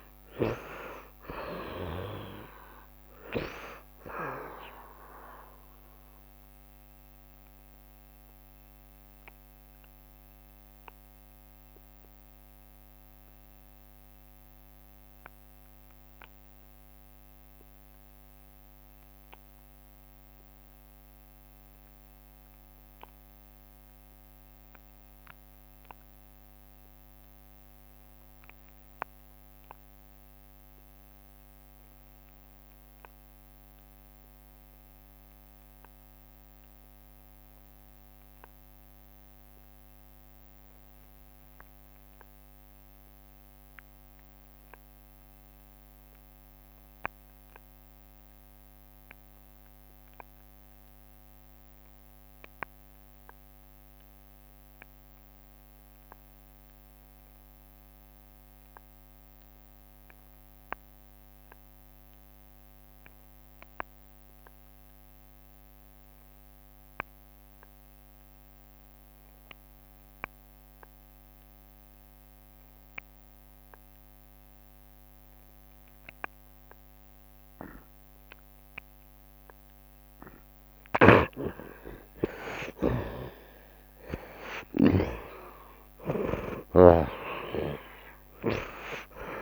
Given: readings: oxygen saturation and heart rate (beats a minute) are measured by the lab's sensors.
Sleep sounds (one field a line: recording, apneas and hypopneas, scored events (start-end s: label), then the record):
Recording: breathing in sleep by a microphone on the trachea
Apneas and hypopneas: 1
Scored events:
0.00-1.00 s: long interval between heartbeats (device-marked, heart rate 100 extreme)
0.00-18.00 s: oxygen desaturation (device-marked, oxygen 59% lowest, heart rate 71 extreme)
6.50-8.50 s: long interval between heartbeats (device-marked, heart rate 90 before, 81 extreme)
8.00-79.00 s: obstructive apnea (oxygen 69% before, 57% lowest, heart rate 91 before, 68 extreme, up 50 after)
20.00-89.42 s: oxygen desaturation (device-marked, oxygen 91% before, 57% lowest, heart rate 82 before, 68 extreme)
60.50-62.50 s: long interval between heartbeats (device-marked, heart rate 78 before, 77 extreme)
80.50-82.50 s: long interval between heartbeats (device-marked, heart rate 76 before, 87 extreme)
81.00-85.00 s: snoring (device-marked)
81.00-85.50 s: arousal
81.00-88.00 s: tachycardia (device-marked, heart rate 79 before, 129 extreme)
82.50-84.50 s: long interval between heartbeats (device-marked, heart rate 77 before, 97 extreme)
84.50-86.50 s: long interval between heartbeats (device-marked, heart rate 80 before, 107 extreme)
From the record:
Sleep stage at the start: N2 (light sleep)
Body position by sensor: on the right side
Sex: male